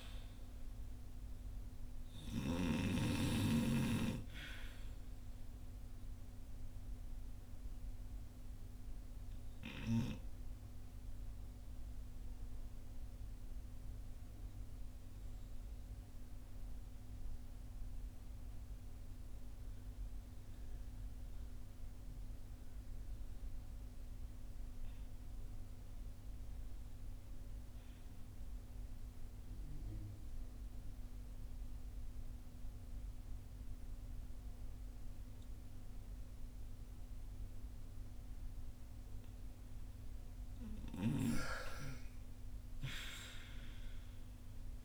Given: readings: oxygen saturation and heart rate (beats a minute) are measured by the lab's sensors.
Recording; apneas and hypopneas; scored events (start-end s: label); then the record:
breathing in sleep by a room microphone; 1
0.00-30.00 s: oxygen desaturation (device-marked, oxygen 74% lowest, heart rate 50 extreme)
6.00-38.50 s: obstructive apnea (oxygen 91% before, 74% lowest, heart rate 63 before, 50 extreme, up 3 after)
40.00-43.50 s: arousal
41.00-44.85 s: oxygen desaturation (device-marked, oxygen 96% before, 76% lowest, heart rate 58 before, 53 extreme)
From the record:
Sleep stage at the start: REM sleep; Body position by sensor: on the front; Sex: male